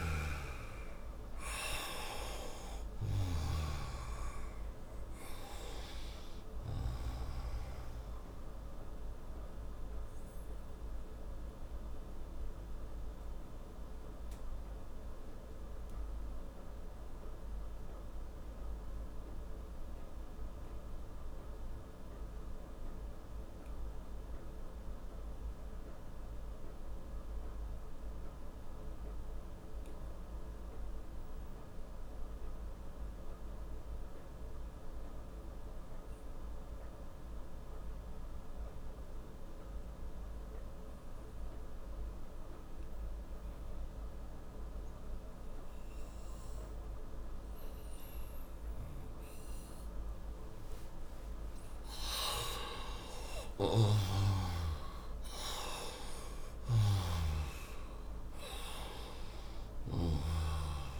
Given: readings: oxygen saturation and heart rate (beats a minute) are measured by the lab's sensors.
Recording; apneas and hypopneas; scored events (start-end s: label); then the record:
breathing in sleep by a room microphone; 1
0.00-3.00 s: snoring (device-marked)
0.00-24.50 s: oxygen desaturation (device-marked, oxygen 87% lowest, heart rate 55 extreme)
10.00-48.00 s: mixed apnea (oxygen 97% before, 85% lowest, heart rate 85 before, 53 extreme, up 6 after)
42.50-61.00 s: oxygen desaturation (device-marked, oxygen 97% before, 85% lowest, heart rate 59 before, 53 extreme)
52.00-57.50 s: arousal
56.50-60.00 s: snoring (device-marked)
From the record:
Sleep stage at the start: N2 (light sleep); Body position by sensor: on the right side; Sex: male